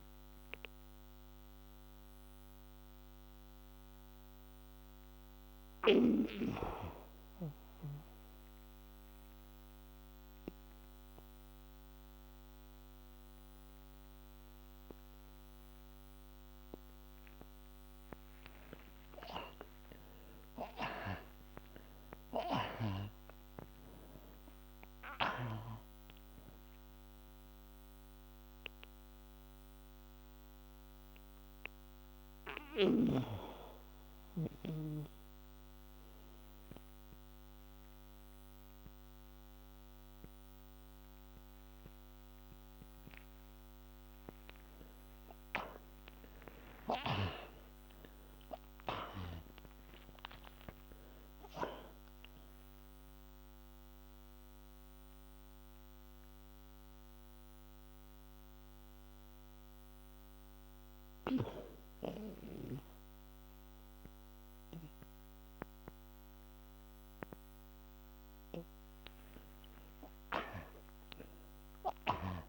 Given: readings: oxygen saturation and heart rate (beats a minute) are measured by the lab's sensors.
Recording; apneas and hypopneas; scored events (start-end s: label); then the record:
breathing in sleep by a microphone on the trachea; 3
0.50-18.00 s: obstructive apnea (oxygen 93% before, 69% lowest, heart rate 64 before, 51 extreme, up 10 after)
5.50-18.50 s: oxygen desaturation (device-marked, oxygen 92% before, 69% lowest, heart rate 66 before, 51 extreme)
19.50-24.00 s: arousal
25.50-41.50 s: oxygen desaturation (device-marked, oxygen 94% before, 72% lowest, heart rate 59 before, 48 extreme)
28.50-41.00 s: obstructive apnea (oxygen 94% before, 72% lowest, heart rate 58 before, 48 extreme, up 16 after)
45.00-50.00 s: arousal
53.50-67.50 s: obstructive apnea (oxygen 94% before, 73% lowest, heart rate 64 before, 48 extreme, up 16 after)
56.50-68.50 s: oxygen desaturation (device-marked, oxygen 94% before, 73% lowest, heart rate 65 before, 53 extreme)
70.00-72.49 s: arousal
From the record:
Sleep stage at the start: N2 (light sleep); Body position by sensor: on the back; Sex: male